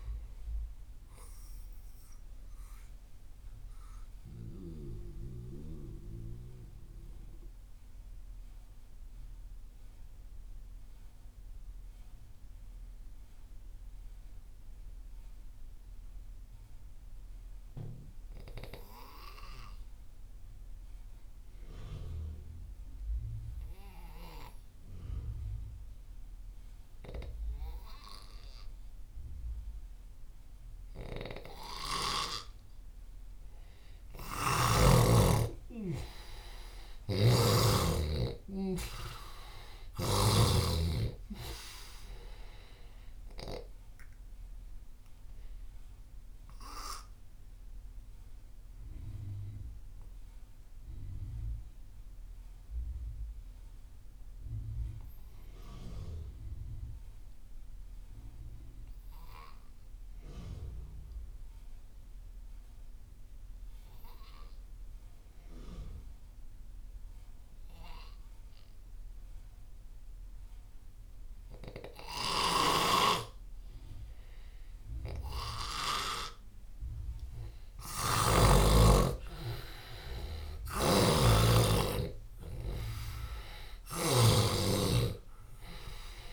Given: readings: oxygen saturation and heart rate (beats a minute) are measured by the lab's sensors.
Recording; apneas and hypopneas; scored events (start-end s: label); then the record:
breathing in sleep by a room microphone; 2
0.00-15.50 s: oxygen desaturation (device-marked, oxygen 87% lowest)
1.00-32.50 s: mixed apnea (oxygen 98% before, 87% lowest)
29.50-59.50 s: oxygen desaturation (device-marked, oxygen 98% before, 89% lowest)
34.50-38.50 s: arousal
36.50-40.00 s: snoring (device-marked)
43.00-74.00 s: obstructive apnea (oxygen 99% before, 89% lowest)
70.50-86.33 s: oxygen desaturation (device-marked, oxygen 98% before, 89% lowest)
72.00-78.00 s: snoring (device-marked)
77.00-82.00 s: arousal
80.00-86.33 s: snoring (device-marked)
From the record:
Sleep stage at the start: N2 (light sleep); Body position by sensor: on the left side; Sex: male